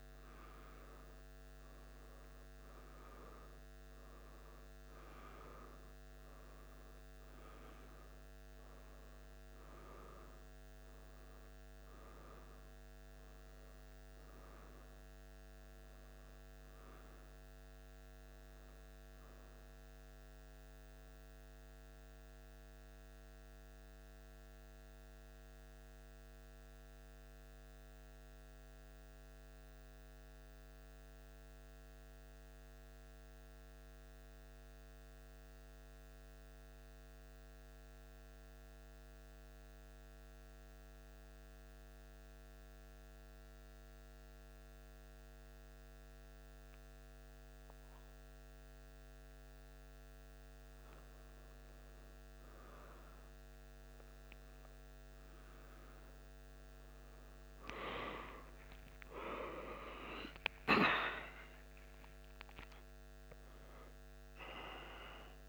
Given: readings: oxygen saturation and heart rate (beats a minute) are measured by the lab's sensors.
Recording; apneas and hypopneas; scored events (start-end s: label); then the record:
breathing in sleep by a microphone on the trachea; 1
0.00-1.50 s: arousal
24.00-50.00 s: mixed apnea (oxygen 95% before, 94% lowest, heart rate 78 before, 74 extreme, up 2 after)
52.00-56.50 s: arousal
56.00-65.49 s: new sleep stage, N1 (lightest sleep)
From the record:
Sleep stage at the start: N2 (light sleep); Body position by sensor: on the back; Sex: male